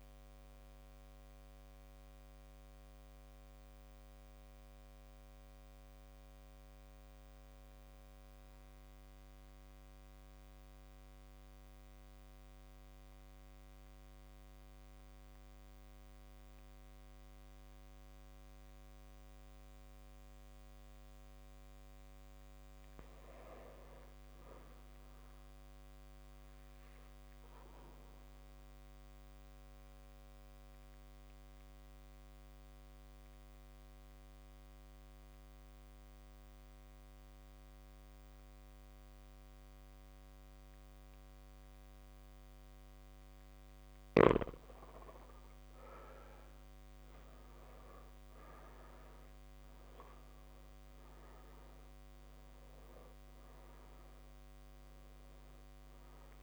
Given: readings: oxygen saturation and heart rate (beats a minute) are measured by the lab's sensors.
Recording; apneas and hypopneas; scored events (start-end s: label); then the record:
breathing in sleep, hard to hear, by a microphone on the trachea; 2
0.00-21.00 s: oxygen desaturation (device-marked, oxygen 94% lowest)
1.50-21.00 s: mixed apnea (oxygen 100% before, 92% lowest)
23.50-26.00 s: arousal
28.50-44.00 s: mixed apnea (oxygen 99% before, 92% lowest)
47.00-50.00 s: arousal
From the record:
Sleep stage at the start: N2 (light sleep); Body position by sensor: on the back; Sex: male